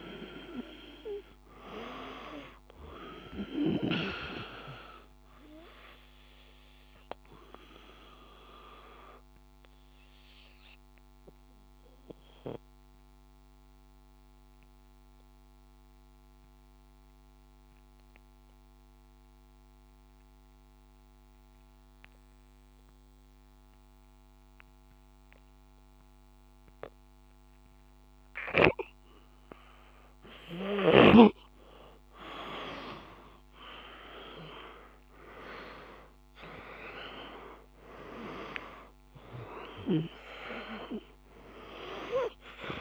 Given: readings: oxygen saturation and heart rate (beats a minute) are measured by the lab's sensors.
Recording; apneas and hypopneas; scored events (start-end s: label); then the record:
breathing in sleep by a microphone on the trachea; 1
0.00-22.00 s: oxygen desaturation (device-marked, oxygen 90% lowest, heart rate 54 extreme)
5.50-27.00 s: obstructive apnea (oxygen 98% before, 90% lowest, heart rate 56 before, 54 extreme, up 3 after)
34.00-37.50 s: arousal
34.00-42.81 s: oxygen desaturation (device-marked, oxygen 97% before, 93% lowest, heart rate 56 before, 54 extreme)
From the record:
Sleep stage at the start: N2 (light sleep); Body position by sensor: on the back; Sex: male